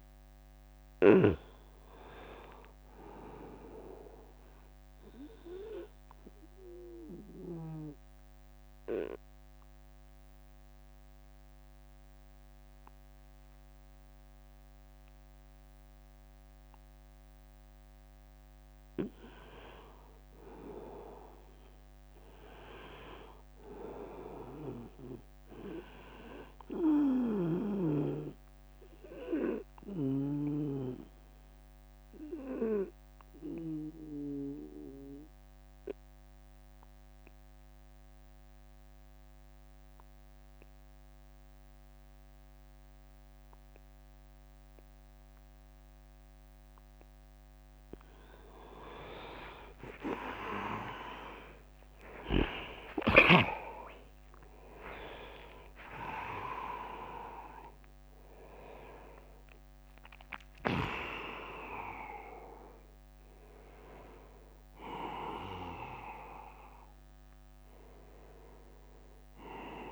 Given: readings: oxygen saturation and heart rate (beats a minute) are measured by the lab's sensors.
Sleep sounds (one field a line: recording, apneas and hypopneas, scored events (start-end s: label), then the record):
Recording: breathing in sleep by a microphone on the trachea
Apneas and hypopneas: 2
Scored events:
5.00-17.00 s: obstructive apnea (oxygen 100% before, 88% lowest, heart rate 78 before, 72 extreme, up 11 after)
11.00-22.00 s: oxygen desaturation (device-marked, oxygen 100% before, 94% lowest, heart rate 79 before, 73 extreme)
21.50-25.50 s: arousal
26.50-30.00 s: snoring (device-marked)
29.00-46.00 s: obstructive apnea (oxygen 100% before, 88% lowest, heart rate 78 before, 73 extreme, up 9 after)
34.00-43.00 s: oxygen desaturation (device-marked, oxygen 98% before, 93% lowest, heart rate 79 before, 73 extreme)
49.00-53.50 s: arousal
52.00-69.92 s: oxygen desaturation (device-marked, oxygen 97% before, 88% lowest, heart rate 80 before, 76 extreme)
53.00-67.00 s: drop in pulse transit time (device-marked, heart rate 80 before, 79 extreme)
From the record:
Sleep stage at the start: N2 (light sleep)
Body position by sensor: on the back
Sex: male